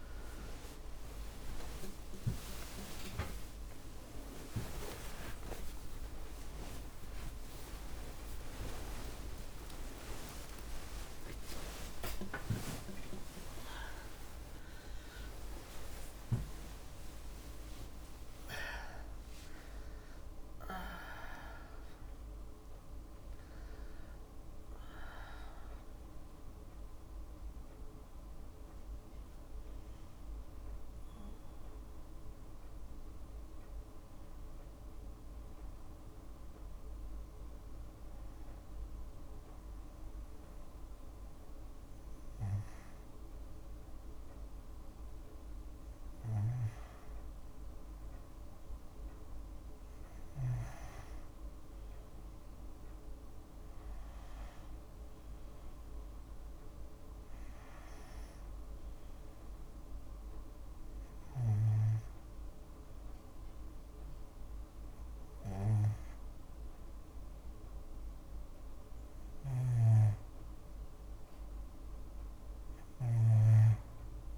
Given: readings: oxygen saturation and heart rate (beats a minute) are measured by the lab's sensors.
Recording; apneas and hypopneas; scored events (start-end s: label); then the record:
a person awake in a sleep study, by a room microphone; none
0.00-16.50 s: oxygen desaturation (device-marked, oxygen 92% lowest, heart rate 27 extreme)
0.00-23.50 s: tachycardia (device-marked, heart rate 200 extreme)
34.50-52.50 s: tachycardia (device-marked, heart rate 82 before, 179 extreme)
45.50-74.38 s: new sleep stage, N2 (light sleep)
54.50-72.50 s: oxygen desaturation (device-marked, oxygen 97% before, 92% lowest, heart rate 132 before, 61 extreme)
68.50-72.50 s: snoring (device-marked)
From the record:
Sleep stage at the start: awake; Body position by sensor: on the back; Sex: female